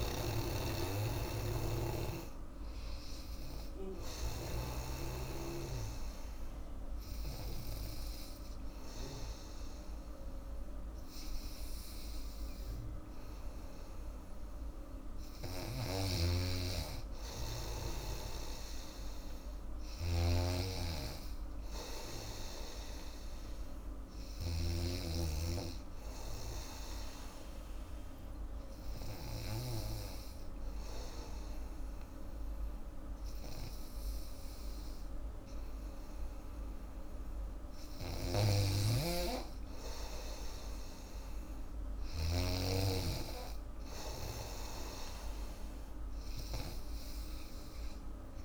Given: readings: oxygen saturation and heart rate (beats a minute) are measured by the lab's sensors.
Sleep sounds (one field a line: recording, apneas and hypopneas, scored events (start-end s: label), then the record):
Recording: breathing in sleep by a room microphone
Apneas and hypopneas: 2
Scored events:
0.00-9.50 s: oxygen desaturation (device-marked, oxygen 91% lowest, heart rate 79 extreme)
1.00-4.50 s: snoring (device-marked)
3.50-15.50 s: hypopnea (oxygen 98% before, 91% lowest, heart rate 82 before, 79 extreme, up 4 after)
4.50-48.45 s: new sleep stage, N2 (light sleep)
15.50-29.50 s: snoring (device-marked)
18.00-21.00 s: arousal
27.50-38.00 s: obstructive apnea (oxygen 98% before, 92% lowest, heart rate 86 before, 80 extreme, up 5 after)
38.00-42.50 s: snoring (device-marked)
39.50-42.50 s: arousal
41.50-48.45 s: oxygen desaturation (device-marked, oxygen 97% before, 94% lowest, heart rate 83 before, 79 extreme)
From the record:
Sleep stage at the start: N3 (deep sleep)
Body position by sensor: on the back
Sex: female